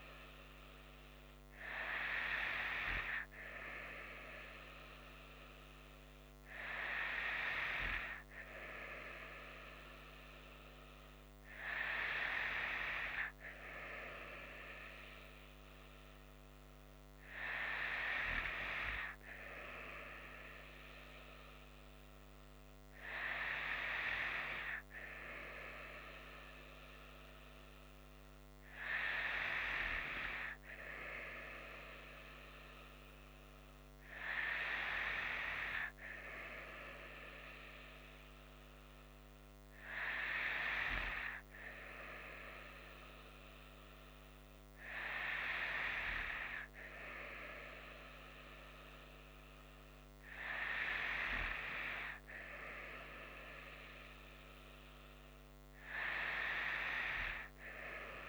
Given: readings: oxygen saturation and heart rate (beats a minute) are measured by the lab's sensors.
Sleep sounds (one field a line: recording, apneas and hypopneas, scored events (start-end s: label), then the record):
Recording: breathing in sleep by a microphone on the trachea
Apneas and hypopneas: none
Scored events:
none scored
From the record:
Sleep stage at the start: N2 (light sleep)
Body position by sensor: on the right side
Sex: female